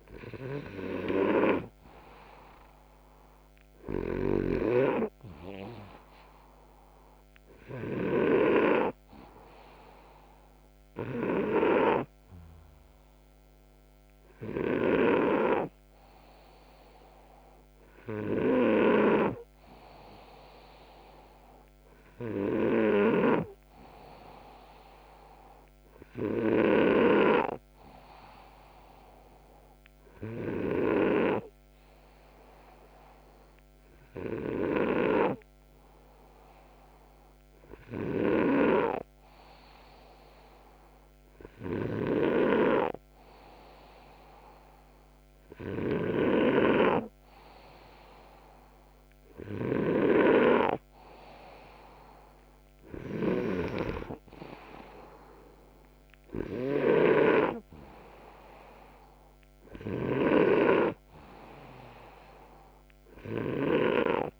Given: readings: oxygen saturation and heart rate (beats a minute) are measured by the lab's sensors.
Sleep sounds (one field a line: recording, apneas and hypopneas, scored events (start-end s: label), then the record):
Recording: breathing in sleep by a microphone on the trachea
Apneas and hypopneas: none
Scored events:
3.00-10.50 s: snoring (device-marked)
18.00-26.00 s: snoring (device-marked)
45.00-64.40 s: snoring (device-marked)
From the record:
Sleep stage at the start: N2 (light sleep)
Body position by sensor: upright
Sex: male